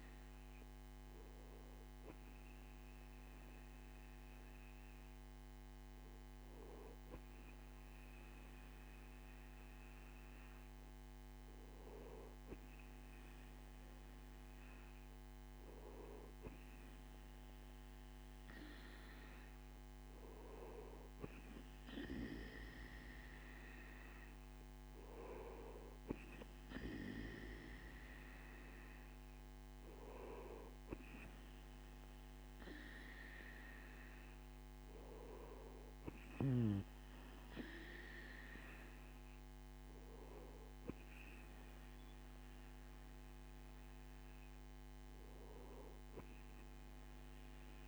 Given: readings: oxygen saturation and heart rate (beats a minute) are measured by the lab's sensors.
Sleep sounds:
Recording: breathing in sleep by a microphone on the trachea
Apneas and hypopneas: none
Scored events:
none scored
From the record:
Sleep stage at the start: N2 (light sleep)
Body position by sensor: on the right side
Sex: male

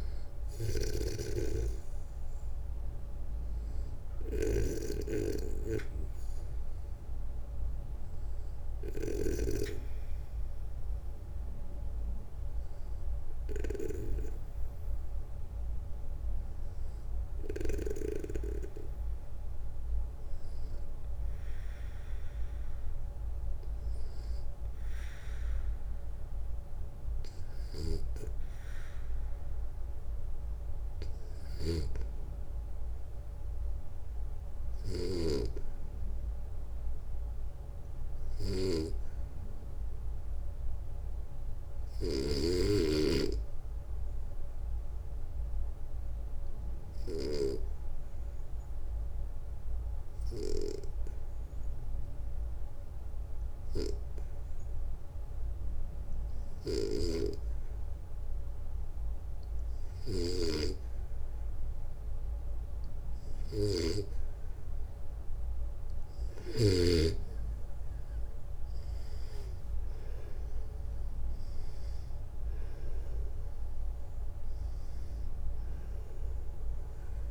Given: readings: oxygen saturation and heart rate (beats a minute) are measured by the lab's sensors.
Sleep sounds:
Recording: breathing in sleep by a room microphone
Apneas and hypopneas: 1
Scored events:
0.00-17.50 s: snoring (device-marked)
27.00-41.50 s: snoring (device-marked)
42.50-59.50 s: obstructive apnea (oxygen 96% before, 87% lowest, heart rate 63 before, 61 extreme, up 1 after)
56.00-59.50 s: snoring (device-marked)
64.50-77.31 s: oxygen desaturation (device-marked, oxygen 94% before, 90% lowest, heart rate 62 before, 58 extreme)
70.50-74.50 s: arousal
From the record:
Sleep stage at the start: N2 (light sleep)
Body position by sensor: on the back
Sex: male

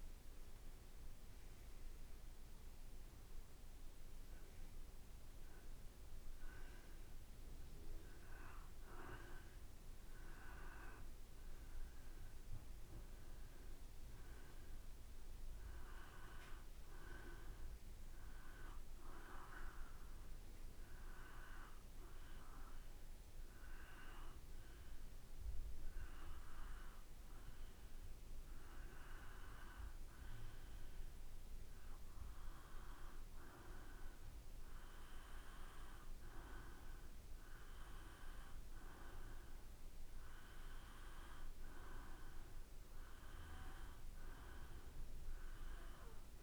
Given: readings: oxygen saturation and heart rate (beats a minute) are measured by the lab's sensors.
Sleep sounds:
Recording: breathing in sleep by a room microphone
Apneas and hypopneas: none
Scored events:
none scored
From the record:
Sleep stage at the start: N2 (light sleep)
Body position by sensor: on the back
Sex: male

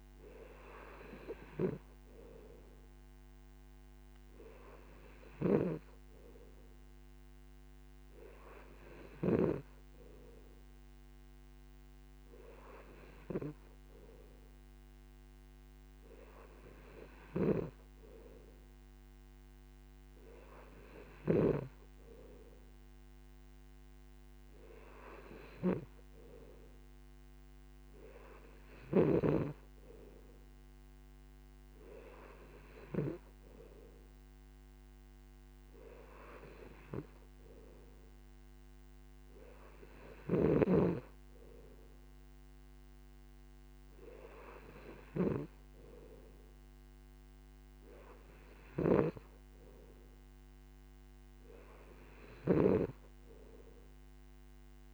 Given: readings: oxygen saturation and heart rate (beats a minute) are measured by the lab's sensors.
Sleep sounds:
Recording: breathing in sleep by a microphone on the trachea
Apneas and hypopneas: none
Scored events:
none scored
From the record:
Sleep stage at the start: N2 (light sleep)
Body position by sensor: on the right side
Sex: male

